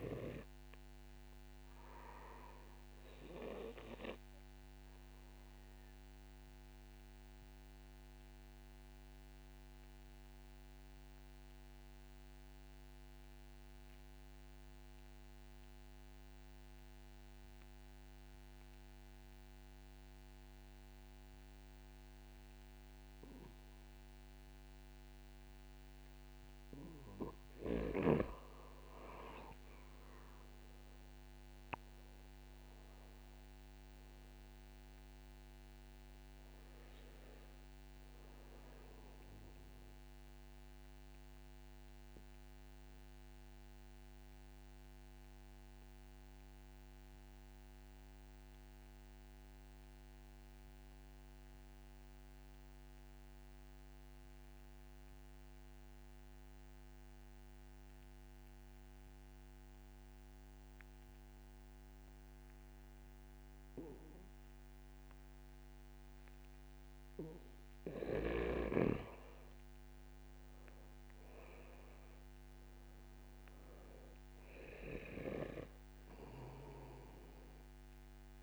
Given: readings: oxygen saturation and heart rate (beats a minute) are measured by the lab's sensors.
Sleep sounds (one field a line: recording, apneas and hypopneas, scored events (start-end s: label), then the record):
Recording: breathing in sleep by a microphone on the trachea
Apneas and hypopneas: 2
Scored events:
0.00-15.00 s: oxygen desaturation (device-marked, oxygen 89% lowest, heart rate 37 extreme)
2.00-25.50 s: obstructive apnea (oxygen 97% before, 88% lowest, heart rate 65 before, 37 extreme, up 1 after)
28.00-54.00 s: oxygen desaturation (device-marked, oxygen 96% before, 88% lowest, heart rate 64 before, 37 extreme)
30.00-34.00 s: arousal
41.00-67.00 s: mixed apnea (oxygen 96% before, 88% lowest, heart rate 54 before, 53 extreme, up 2 after)
70.00-78.42 s: oxygen desaturation (device-marked, oxygen 97% before, 89% lowest, heart rate 63 before, 53 extreme)
70.50-74.00 s: arousal
From the record:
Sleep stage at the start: N2 (light sleep)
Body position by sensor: on the back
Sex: male